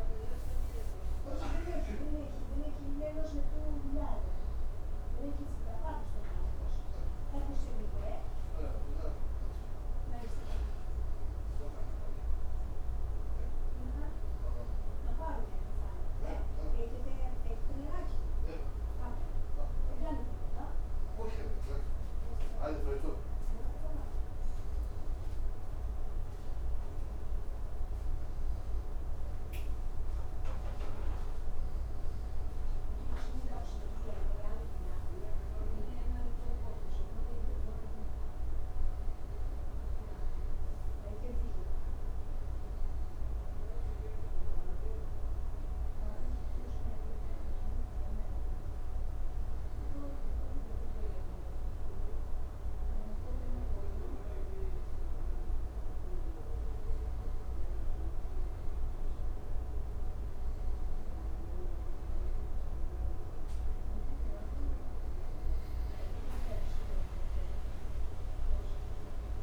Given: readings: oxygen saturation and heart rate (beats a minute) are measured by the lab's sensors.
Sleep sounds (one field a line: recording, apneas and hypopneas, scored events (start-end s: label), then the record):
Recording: a person partly awake in a sleep study, by a room microphone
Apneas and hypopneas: none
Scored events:
17.50-47.50 s: new sleep stage, N2 (light sleep)
47.50-69.43 s: new sleep stage, N1 (lightest sleep)
From the record:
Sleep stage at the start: awake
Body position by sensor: on the back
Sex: male